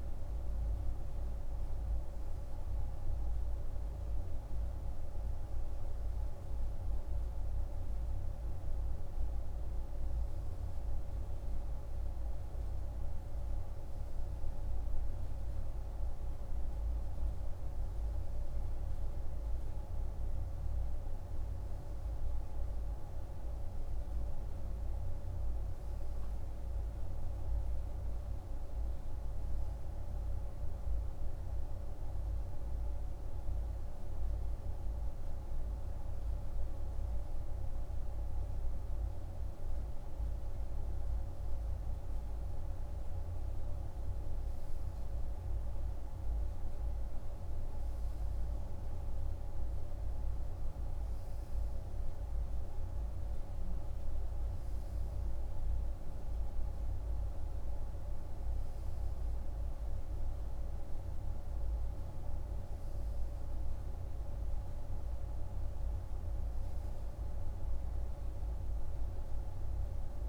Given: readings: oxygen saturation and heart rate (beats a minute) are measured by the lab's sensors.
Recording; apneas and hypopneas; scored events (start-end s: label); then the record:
breathing in sleep, hard to hear, by a room microphone; none
none scored
From the record:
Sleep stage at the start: N2 (light sleep); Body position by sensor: on the right side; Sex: male